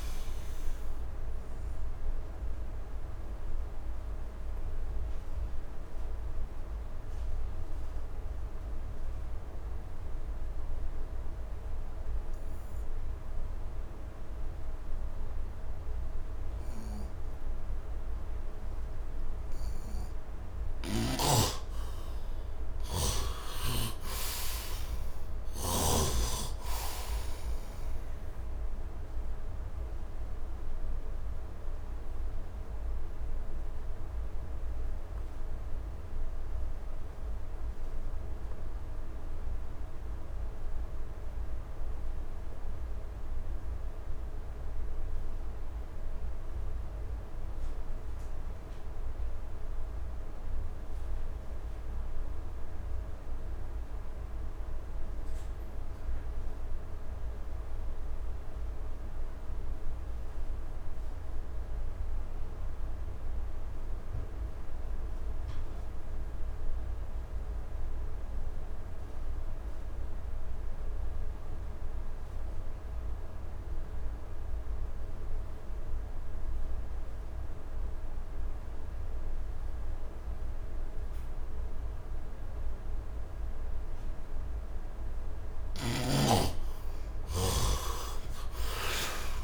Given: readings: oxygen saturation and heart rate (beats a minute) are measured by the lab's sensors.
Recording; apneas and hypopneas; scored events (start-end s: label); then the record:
breathing in sleep by a room microphone; 2
0.00-16.50 s: oxygen desaturation (device-marked, heart rate 66 extreme)
2.00-20.00 s: mixed apnea (heart rate 75 before, 74 extreme, up 19 after)
22.00-27.00 s: arousal
23.50-43.50 s: oxygen desaturation (device-marked, oxygen 87% before, 57% lowest, heart rate 82 before, 63 extreme)
29.50-84.50 s: obstructive apnea (heart rate 86 before, 63 extreme, up 33 after)
48.50-89.44 s: oxygen desaturation (device-marked, oxygen 97% before, 46% lowest, heart rate 80 before, 63 extreme)
85.00-89.44 s: snoring (device-marked)
85.50-89.44 s: arousal
From the record:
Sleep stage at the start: REM sleep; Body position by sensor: on the right side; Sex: male